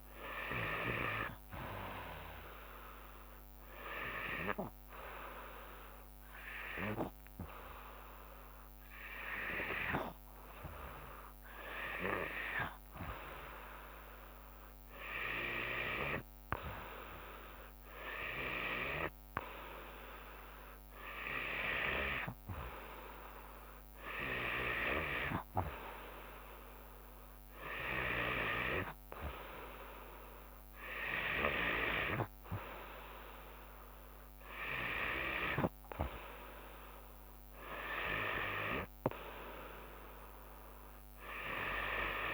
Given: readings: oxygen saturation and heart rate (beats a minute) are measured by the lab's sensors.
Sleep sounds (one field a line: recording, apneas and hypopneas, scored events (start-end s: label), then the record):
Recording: breathing in sleep by a microphone on the trachea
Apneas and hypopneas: 1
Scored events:
0.00-1.50 s: arousal
0.00-8.50 s: drop in pulse transit time (device-marked, heart rate 69 extreme)
1.50-14.50 s: oxygen desaturation (device-marked, oxygen 96% before, 92% lowest, heart rate 74 before, 65 extreme)
4.00-14.00 s: hypopnea (oxygen 96% before, 92% lowest, heart rate 74 before, 65 extreme, up 4 after)
16.00-19.00 s: arousal
From the record:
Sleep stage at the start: N2 (light sleep)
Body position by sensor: on the back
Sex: female